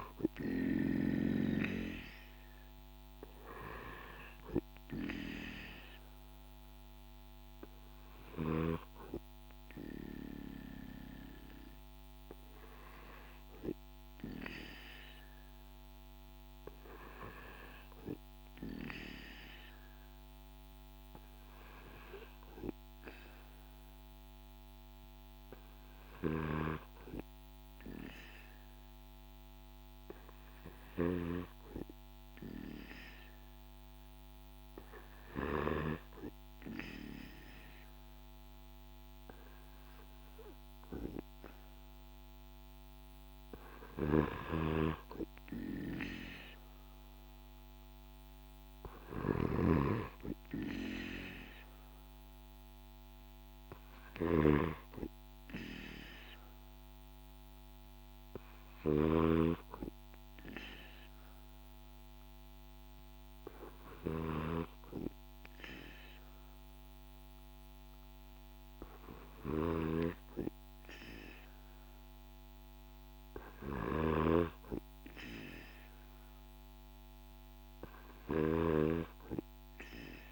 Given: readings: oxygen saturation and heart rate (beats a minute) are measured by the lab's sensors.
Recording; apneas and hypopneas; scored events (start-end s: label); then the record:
breathing in sleep by a microphone on the trachea; none
0.00-1.00 s: arousal
48.50-58.50 s: snoring (device-marked)
73.00-80.32 s: snoring (device-marked)
From the record:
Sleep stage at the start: N2 (light sleep); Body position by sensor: on the right side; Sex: male